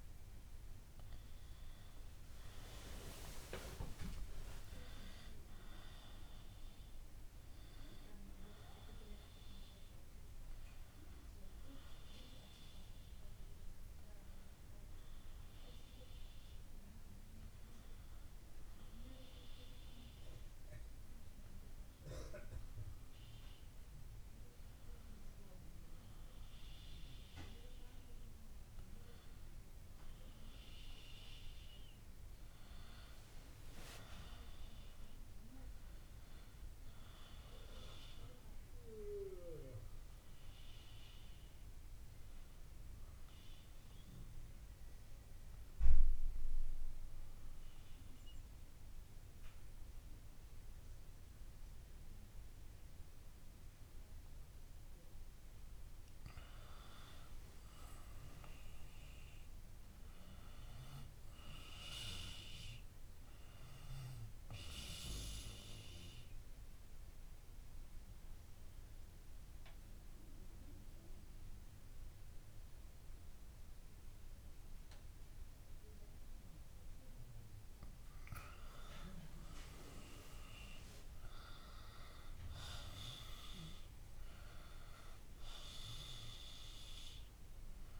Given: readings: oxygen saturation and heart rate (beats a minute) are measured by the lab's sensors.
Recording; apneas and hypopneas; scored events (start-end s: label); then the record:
a person partly awake in a sleep study, by a room microphone; 2
4.50-34.50 s: new sleep stage, N1 (lightest sleep)
31.00-35.00 s: arousal
34.50-88.00 s: new sleep stage, N2 (light sleep)
46.50-56.50 s: obstructive apnea (oxygen 95% before, 87% lowest)
58.50-61.50 s: arousal
65.50-77.00 s: obstructive apnea (oxygen 94% before, 87% lowest)
66.50-82.50 s: oxygen desaturation (device-marked, oxygen 94% before, 88% lowest)
82.00-86.50 s: arousal
From the record:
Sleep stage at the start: awake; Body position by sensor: on the left side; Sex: female